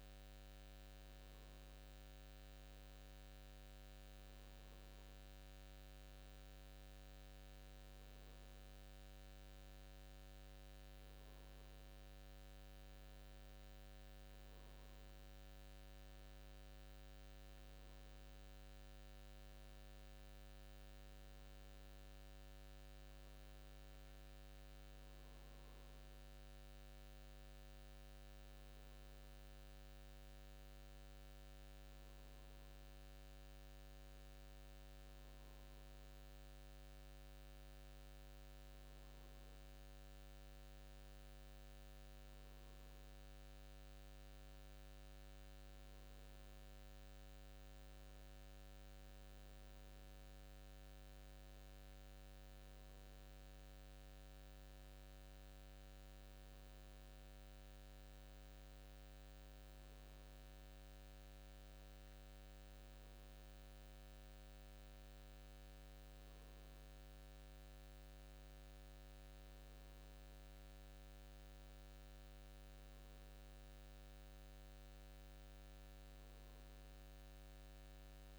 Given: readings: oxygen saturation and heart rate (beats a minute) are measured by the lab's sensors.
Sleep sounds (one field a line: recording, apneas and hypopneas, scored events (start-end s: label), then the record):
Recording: breathing in sleep, hard to hear, by a microphone on the trachea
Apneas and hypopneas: none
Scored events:
none scored
From the record:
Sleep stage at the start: N2 (light sleep)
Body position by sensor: on the back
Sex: male